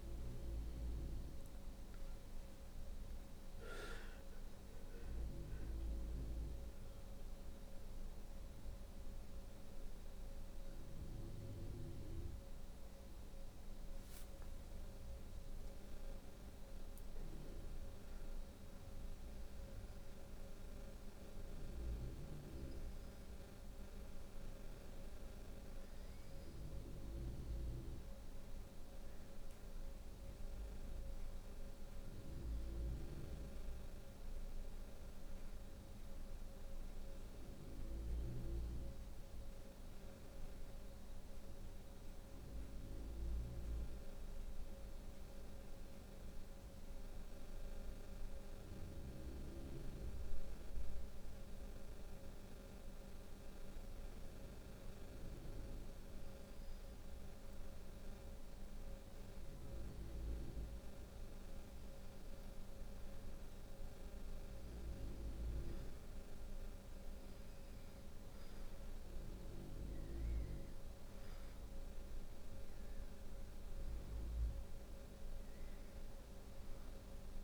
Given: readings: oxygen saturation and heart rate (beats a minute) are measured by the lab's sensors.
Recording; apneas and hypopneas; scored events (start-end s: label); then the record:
a person partly awake in a sleep study, hard to hear, by a room microphone; 1
0.00-9.00 s: oxygen desaturation (device-marked, oxygen 87% lowest, heart rate 65 extreme)
10.00-77.43 s: new sleep stage, N1 (lightest sleep)
39.50-56.50 s: obstructive apnea (oxygen 93% before, 91% lowest, heart rate 75 before, 67 extreme, up 20 after)
59.50-64.00 s: arousal
70.00-77.43 s: oxygen desaturation (device-marked, oxygen 95% before, 91% lowest, heart rate 75 before, 66 extreme)
From the record:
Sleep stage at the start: awake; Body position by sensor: on the back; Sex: female